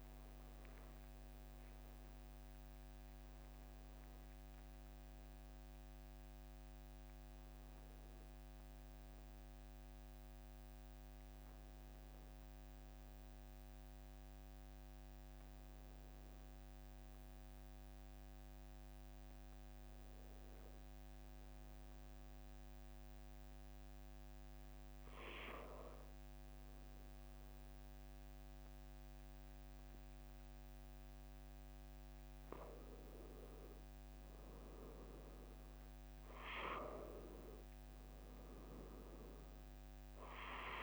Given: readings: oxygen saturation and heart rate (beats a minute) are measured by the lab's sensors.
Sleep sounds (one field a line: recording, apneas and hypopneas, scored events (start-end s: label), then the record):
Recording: breathing in sleep by a microphone on the trachea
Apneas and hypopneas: 1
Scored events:
21.50-32.50 s: obstructive apnea (oxygen 97% before, 94% lowest, heart rate 51 before, 45 extreme, up 1 after)
35.50-40.50 s: arousal
From the record:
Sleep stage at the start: N1 (lightest sleep)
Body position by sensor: on the back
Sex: male